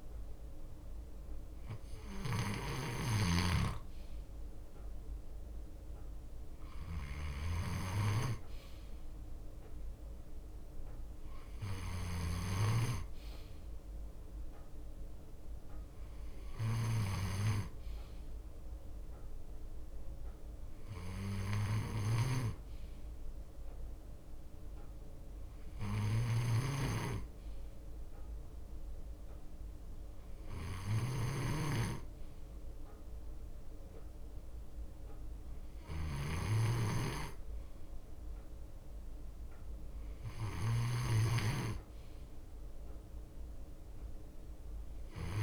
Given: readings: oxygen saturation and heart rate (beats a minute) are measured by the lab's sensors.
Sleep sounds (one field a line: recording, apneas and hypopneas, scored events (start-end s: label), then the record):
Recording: breathing in sleep by a room microphone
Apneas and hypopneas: none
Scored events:
0.00-4.00 s: leg movement (device-marked)
0.00-7.50 s: snoring (device-marked)
5.50-9.00 s: leg movement (device-marked)
11.00-45.43 s: bradycardia (device-marked, heart rate 60 before, 58 extreme)
19.00-40.00 s: drop in pulse transit time (device-marked, heart rate 60 before, 58 extreme)
40.50-45.43 s: snoring (device-marked)
43.00-45.43 s: leg movement (device-marked)
From the record:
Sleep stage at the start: N2 (light sleep)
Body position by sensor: on the left side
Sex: male